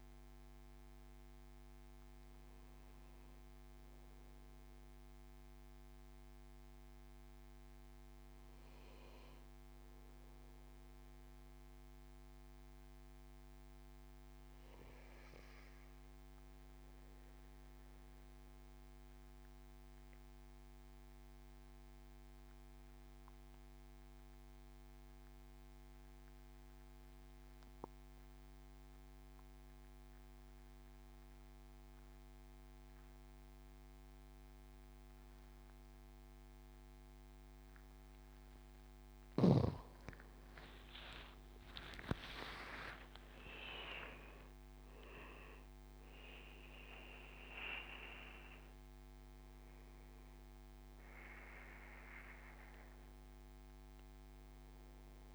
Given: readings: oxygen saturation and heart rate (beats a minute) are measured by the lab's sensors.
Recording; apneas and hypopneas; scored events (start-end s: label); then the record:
breathing in sleep by a microphone on the trachea; 1
0.00-11.00 s: oxygen desaturation (device-marked, oxygen 90% lowest, heart rate 67 extreme)
11.50-37.50 s: obstructive apnea (oxygen 96% before, 90% lowest, heart rate 75 before, 66 extreme, up 14 after)
32.00-55.35 s: oxygen desaturation (device-marked, oxygen 99% before, 90% lowest, heart rate 73 before, 66 extreme)
41.00-44.00 s: arousal
From the record:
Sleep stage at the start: N2 (light sleep); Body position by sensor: on the back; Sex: male